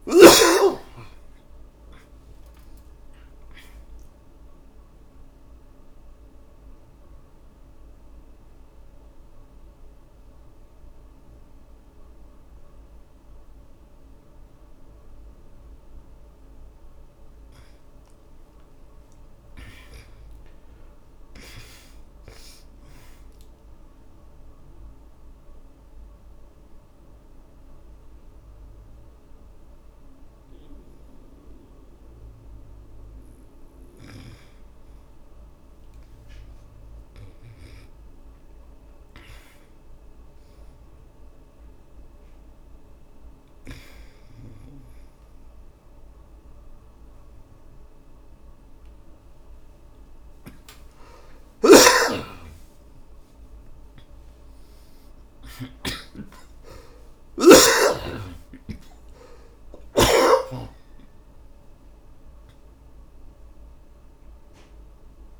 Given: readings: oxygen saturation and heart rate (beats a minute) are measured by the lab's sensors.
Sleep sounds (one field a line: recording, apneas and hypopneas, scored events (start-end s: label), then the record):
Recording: breathing in sleep by a room microphone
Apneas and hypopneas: 2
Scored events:
5.00-17.00 s: obstructive apnea (oxygen 97% before, 82% lowest)
18.50-22.00 s: arousal
23.50-35.00 s: obstructive apnea (oxygen 97% before, 82% lowest, heart rate 70 before, 63 extreme, up 44 after)
25.50-42.50 s: oxygen desaturation (device-marked, oxygen 97% before, 82% lowest, heart rate 72 before, 48 extreme)
30.50-34.50 s: snoring (device-marked)
36.50-39.00 s: arousal
51.50-56.00 s: snoring (device-marked)
58.50-65.40 s: oxygen desaturation (device-marked, oxygen 91% before, 88% lowest)
63.00-65.40 s: arousal
From the record:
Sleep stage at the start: N2 (light sleep)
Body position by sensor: on the back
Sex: male